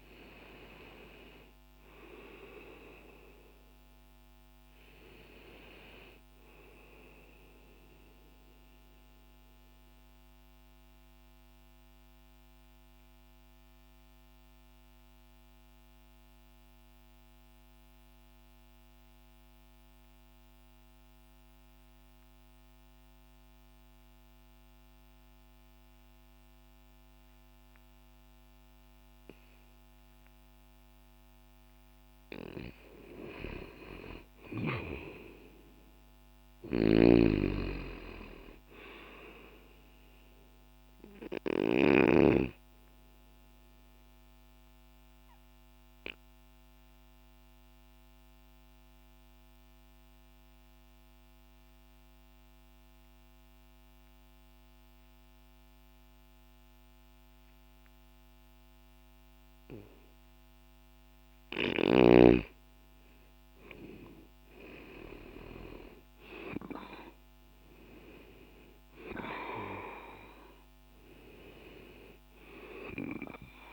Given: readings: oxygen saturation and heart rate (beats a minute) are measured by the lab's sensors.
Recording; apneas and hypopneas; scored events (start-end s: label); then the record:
breathing in sleep by a microphone on the trachea; 2
0.00-29.00 s: oxygen desaturation (device-marked, oxygen 84% lowest, heart rate 60 extreme)
7.50-31.00 s: mixed apnea (oxygen 97% before, 84% lowest, heart rate 60 before, 60 extreme, up 0 after)
32.50-37.00 s: arousal
36.00-41.50 s: snoring (device-marked)
43.50-60.50 s: obstructive apnea (oxygen 96% before, 86% lowest, heart rate 60 before, 60 extreme, up 0 after)
51.00-63.00 s: oxygen desaturation (device-marked, oxygen 94% before, 86% lowest, heart rate 60 before, 60 extreme)
63.00-67.50 s: arousal
From the record:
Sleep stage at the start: N2 (light sleep); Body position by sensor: on the left side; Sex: male